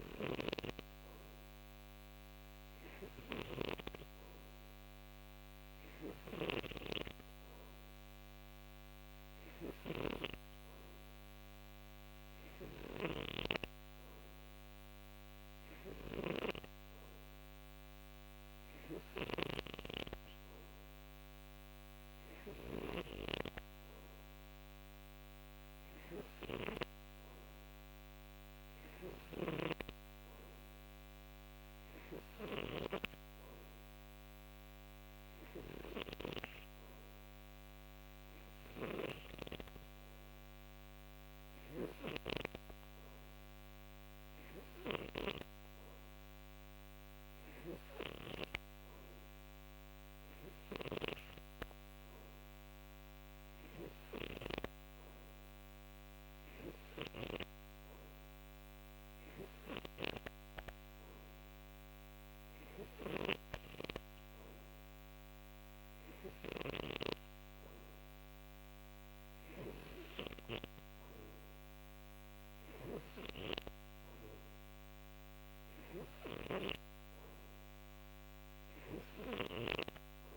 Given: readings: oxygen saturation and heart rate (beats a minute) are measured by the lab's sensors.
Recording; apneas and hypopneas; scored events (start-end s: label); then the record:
breathing in sleep by a microphone on the trachea; none
0.00-22.50 s: snoring (device-marked)
28.50-41.50 s: snoring (device-marked)
75.50-79.00 s: snoring (device-marked)
From the record:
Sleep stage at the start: N3 (deep sleep); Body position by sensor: on the right side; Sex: male